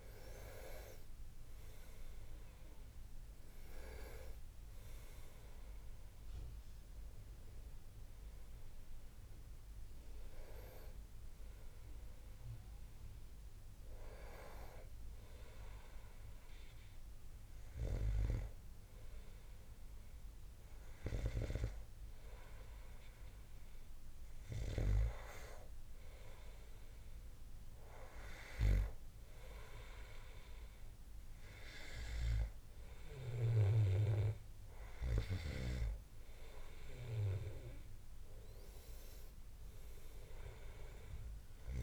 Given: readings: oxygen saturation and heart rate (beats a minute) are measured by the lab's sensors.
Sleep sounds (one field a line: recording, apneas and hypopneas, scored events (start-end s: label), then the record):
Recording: breathing in sleep by a room microphone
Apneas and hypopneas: none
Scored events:
6.50-21.50 s: oxygen desaturation (device-marked, oxygen 98% before, 95% lowest, heart rate 67 before, 65 extreme)
15.50-41.83 s: new sleep stage, N2 (light sleep)
From the record:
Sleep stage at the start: N1 (lightest sleep)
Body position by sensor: on the back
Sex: male